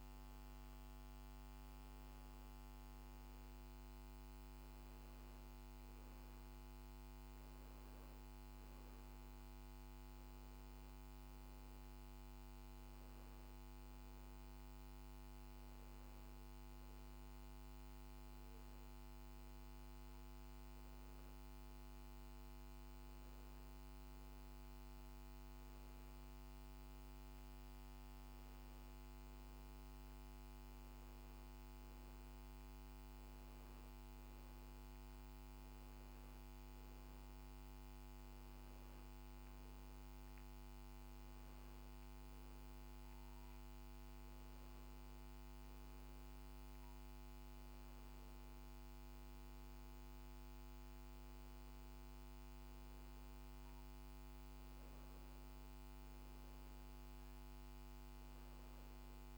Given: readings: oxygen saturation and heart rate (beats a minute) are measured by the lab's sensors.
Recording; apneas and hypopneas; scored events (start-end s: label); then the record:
breathing in sleep, hard to hear, by a microphone on the trachea; none
none scored
From the record:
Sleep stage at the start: N2 (light sleep); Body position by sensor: on the back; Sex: male